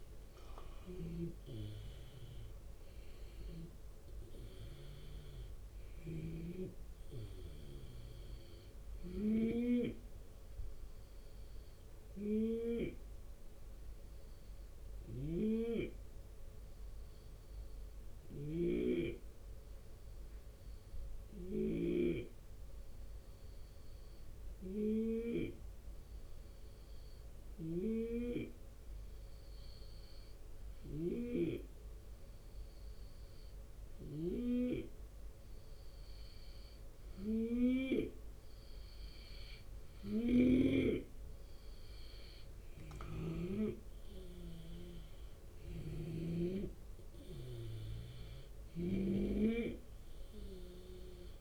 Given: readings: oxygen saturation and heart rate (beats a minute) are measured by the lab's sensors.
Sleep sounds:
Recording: breathing in sleep by a room microphone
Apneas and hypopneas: 1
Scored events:
0.00-2.50 s: arousal
0.00-12.00 s: drop in pulse transit time (device-marked, heart rate 75 extreme)
0.00-43.00 s: snoring (device-marked)
2.00-29.00 s: oxygen desaturation (device-marked, oxygen 92% before, 89% lowest, heart rate 74 before, 71 extreme)
11.00-37.00 s: hypopnea (oxygen 94% before, 89% lowest, heart rate 76 before, 71 extreme, up 5 after)
41.50-46.50 s: arousal
42.00-51.41 s: drop in pulse transit time (device-marked, heart rate 73 before, 76 extreme)
45.00-51.41 s: snoring (device-marked)
From the record:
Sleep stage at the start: N2 (light sleep)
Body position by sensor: on the left side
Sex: male

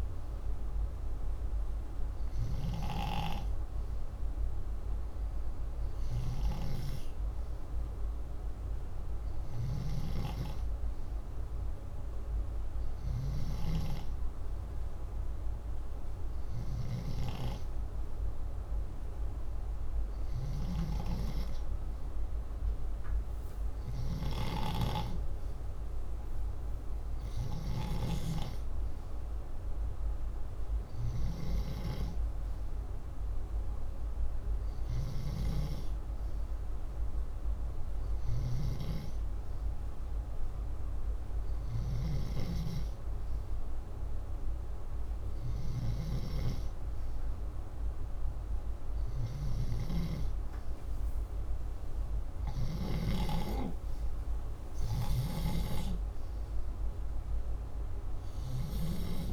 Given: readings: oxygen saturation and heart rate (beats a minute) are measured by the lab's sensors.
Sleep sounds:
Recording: breathing in sleep by a room microphone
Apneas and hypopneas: none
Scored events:
52.50-58.50 s: snoring (device-marked)
From the record:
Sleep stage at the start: N2 (light sleep)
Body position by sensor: upright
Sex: male

